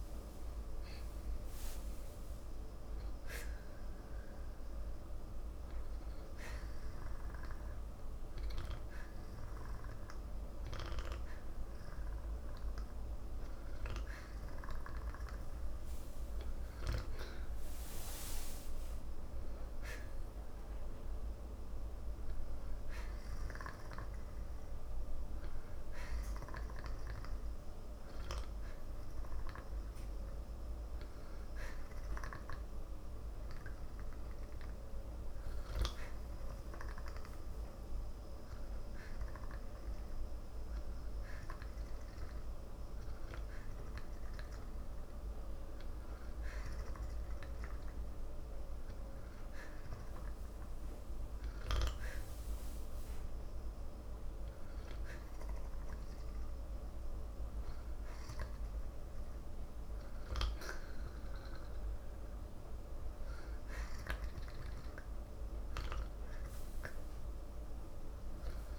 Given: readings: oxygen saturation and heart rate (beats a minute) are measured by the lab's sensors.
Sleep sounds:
breathing in sleep by a room microphone; none
11.00-22.00 s: oxygen desaturation (device-marked, oxygen 95% before, 92% lowest, heart rate 61 before, 48 extreme)
From the record:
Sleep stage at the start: N2 (light sleep); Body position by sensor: on the back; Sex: male

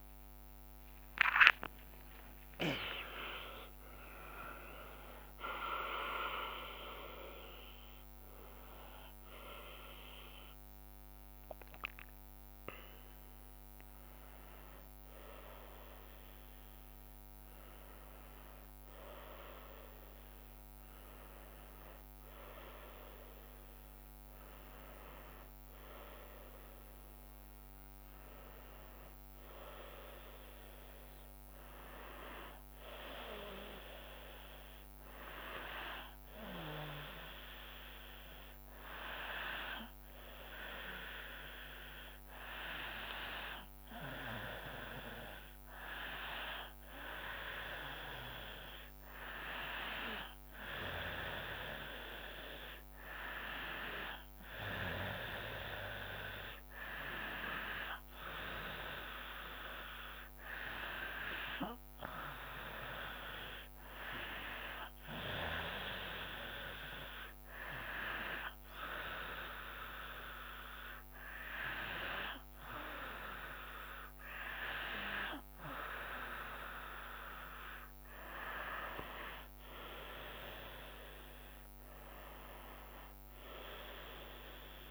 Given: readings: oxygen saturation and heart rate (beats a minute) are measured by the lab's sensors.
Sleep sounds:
breathing in sleep by a microphone on the trachea; none
0.00-2.00 s: arousal
0.00-5.00 s: tachycardia (device-marked, heart rate 130 extreme)
0.00-12.00 s: drop in pulse transit time (device-marked, heart rate 79 extreme)
79.50-84.91 s: arousal
From the record:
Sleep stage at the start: N2 (light sleep); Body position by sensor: on the right side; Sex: female

